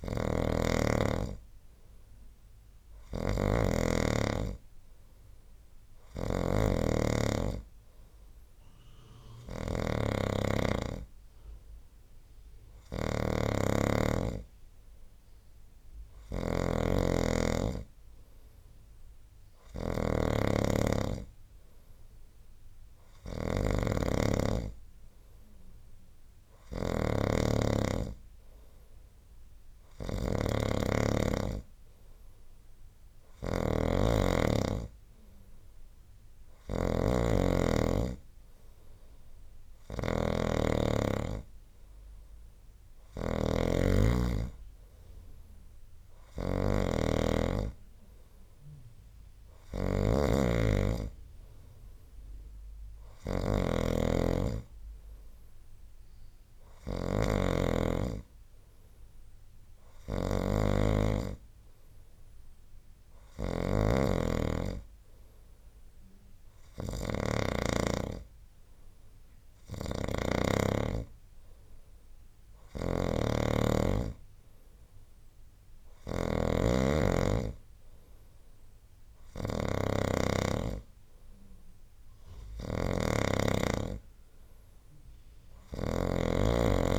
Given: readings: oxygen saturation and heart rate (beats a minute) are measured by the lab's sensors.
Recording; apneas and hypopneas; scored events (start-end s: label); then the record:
breathing in sleep by a room microphone; none
0.00-70.50 s: snoring (device-marked)
72.50-86.99 s: snoring (device-marked)
From the record:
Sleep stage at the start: N3 (deep sleep); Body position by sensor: on the right side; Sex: male